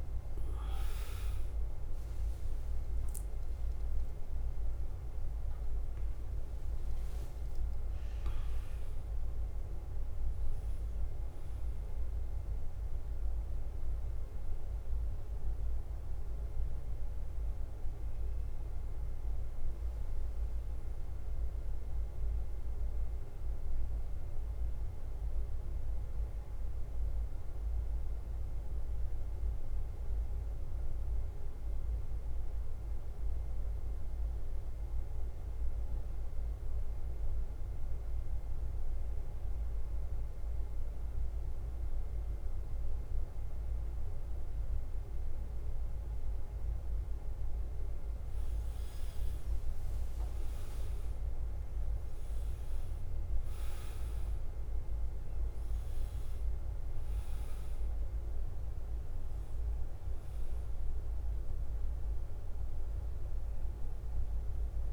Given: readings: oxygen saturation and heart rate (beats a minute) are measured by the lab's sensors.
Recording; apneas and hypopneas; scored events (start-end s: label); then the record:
breathing in sleep, hard to hear, by a room microphone; 1
0.00-2.00 s: bradycardia (device-marked, heart rate 60 extreme)
0.00-4.00 s: oxygen desaturation (device-marked, oxygen 93% lowest, heart rate 50 extreme)
5.00-64.93 s: bradycardia (device-marked, heart rate 52 before, 48 extreme)
22.50-27.50 s: arousal
31.00-47.00 s: mixed apnea (oxygen 98% before, 94% lowest, heart rate 53 before, 49 extreme, up 5 after)
51.00-56.00 s: arousal
52.00-64.93 s: oxygen desaturation (device-marked, oxygen 100% before, 94% lowest, heart rate 50 before, 48 extreme)
From the record:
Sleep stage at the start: N2 (light sleep); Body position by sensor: on the back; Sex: male